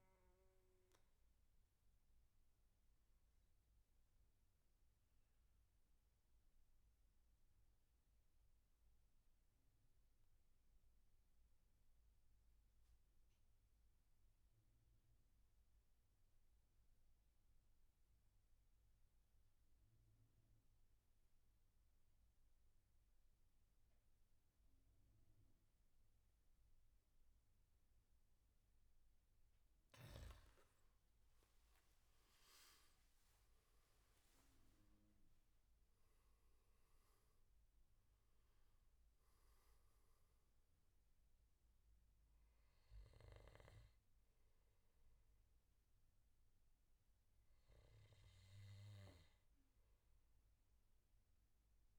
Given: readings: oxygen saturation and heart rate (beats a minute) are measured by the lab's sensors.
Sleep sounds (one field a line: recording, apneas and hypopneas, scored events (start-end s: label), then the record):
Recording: breathing in sleep, hard to hear, by a room microphone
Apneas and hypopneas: 1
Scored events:
0.50-29.00 s: mixed apnea (oxygen 99% before, 89% lowest, heart rate 74 before, 63 extreme, up 15 after)
17.00-51.99 s: oxygen desaturation (device-marked, oxygen 97% before, 89% lowest, heart rate 72 before, 63 extreme)
30.50-35.00 s: arousal
From the record:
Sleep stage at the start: N2 (light sleep)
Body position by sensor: on the back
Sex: male